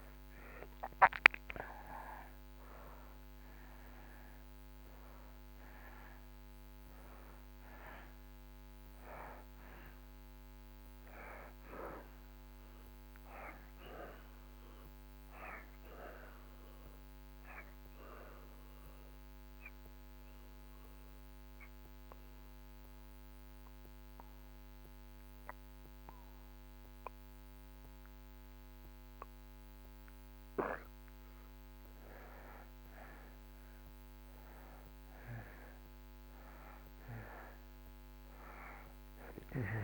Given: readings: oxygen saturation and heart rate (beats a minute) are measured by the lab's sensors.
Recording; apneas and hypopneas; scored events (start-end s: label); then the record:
breathing in sleep by a microphone on the trachea; 1
4.50-29.50 s: oxygen desaturation (device-marked, oxygen 95% before, 84% lowest)
19.50-30.50 s: obstructive apnea (oxygen 95% before, 84% lowest)
32.50-36.00 s: arousal
From the record:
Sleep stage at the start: N2 (light sleep); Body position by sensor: on the back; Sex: male